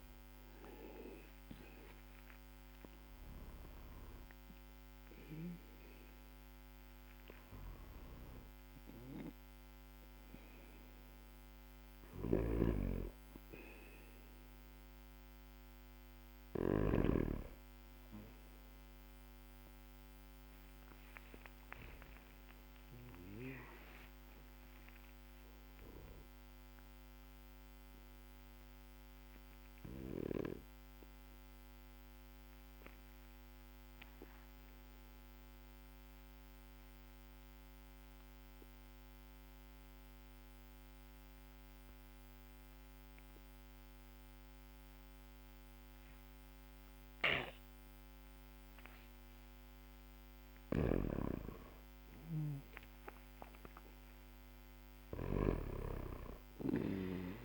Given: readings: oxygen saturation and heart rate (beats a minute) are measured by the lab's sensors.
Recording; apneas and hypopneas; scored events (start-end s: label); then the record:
breathing in sleep by a microphone on the trachea; 1
0.00-1.50 s: arousal
2.50-28.50 s: oxygen desaturation (device-marked, oxygen 98% before, 94% lowest, heart rate 57 before, 43 extreme)
11.50-16.50 s: snoring (device-marked)
28.50-49.00 s: obstructive apnea (oxygen 98% before, 93% lowest, heart rate 53 before, 44 extreme, up 17 after)
50.00-57.45 s: snoring (device-marked)
50.50-54.00 s: arousal
54.50-57.45 s: oxygen desaturation (device-marked, oxygen 99% before, 93% lowest, heart rate 55 before, 44 extreme)
From the record:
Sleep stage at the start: N2 (light sleep); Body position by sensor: on the back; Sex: male